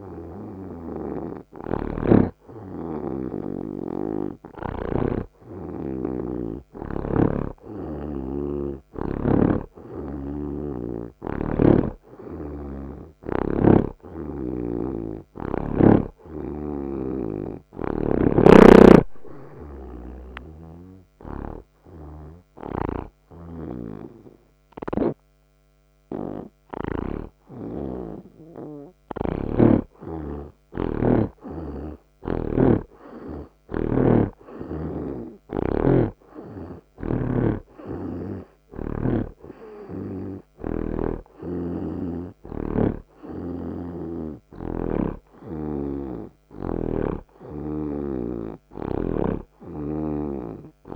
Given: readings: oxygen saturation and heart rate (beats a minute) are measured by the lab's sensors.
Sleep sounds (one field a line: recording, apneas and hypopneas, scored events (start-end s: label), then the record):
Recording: breathing in sleep by a microphone on the trachea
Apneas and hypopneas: 1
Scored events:
0.00-8.50 s: snoring (device-marked)
10.50-14.00 s: snoring (device-marked)
18.50-30.00 s: snoring (device-marked)
20.50-30.50 s: hypopnea (oxygen 84% before, 78% lowest)
33.00-37.50 s: arousal
37.00-47.00 s: snoring (device-marked)
46.00-50.96 s: oxygen desaturation (device-marked, oxygen 85% before, 78% lowest)
49.00-50.96 s: snoring (device-marked)
From the record:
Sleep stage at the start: N2 (light sleep)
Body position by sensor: on the right side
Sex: male